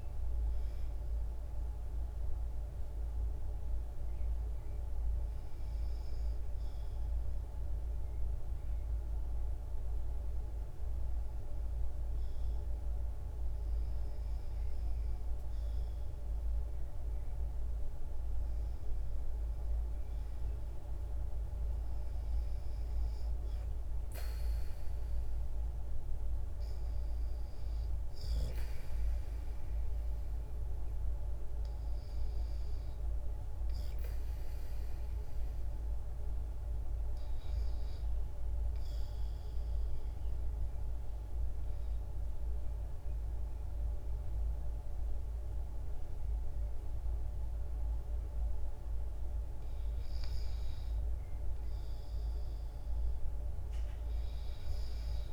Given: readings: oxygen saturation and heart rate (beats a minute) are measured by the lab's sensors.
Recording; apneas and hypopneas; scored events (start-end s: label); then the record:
breathing in sleep, hard to hear, by a room microphone; 2
0.00-4.50 s: oxygen desaturation (device-marked, oxygen 83% lowest, heart rate 57 extreme)
2.50-16.00 s: hypopnea (oxygen 89% before, 85% lowest, heart rate 77 before, 57 extreme)
18.00-22.00 s: arousal
39.00-50.50 s: obstructive apnea (oxygen 97% before, 86% lowest, heart rate 58 before, 57 extreme, up 3 after)
48.50-55.33 s: oxygen desaturation (device-marked, oxygen 94% before, 86% lowest, heart rate 58 before, 58 extreme)
52.00-55.00 s: arousal
From the record:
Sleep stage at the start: REM sleep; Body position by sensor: on the back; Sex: female